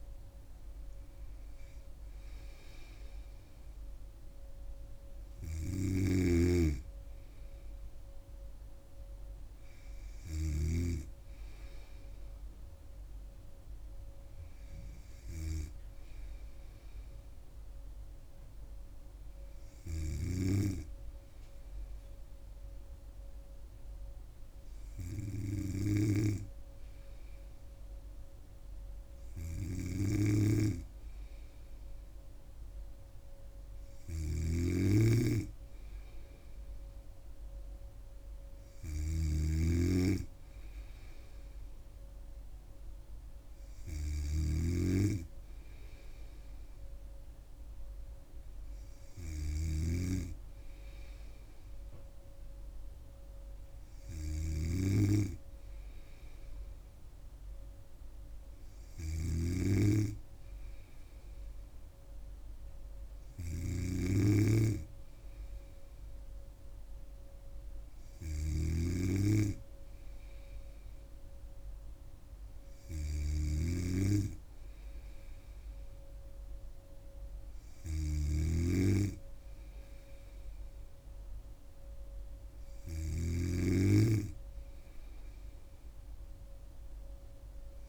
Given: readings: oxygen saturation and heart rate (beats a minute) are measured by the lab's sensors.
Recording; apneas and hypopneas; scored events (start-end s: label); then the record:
breathing in sleep by a room microphone; none
5.50-10.50 s: snoring (device-marked)
29.50-87.89 s: snoring (device-marked)
From the record:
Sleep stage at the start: N2 (light sleep); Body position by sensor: on the back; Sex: female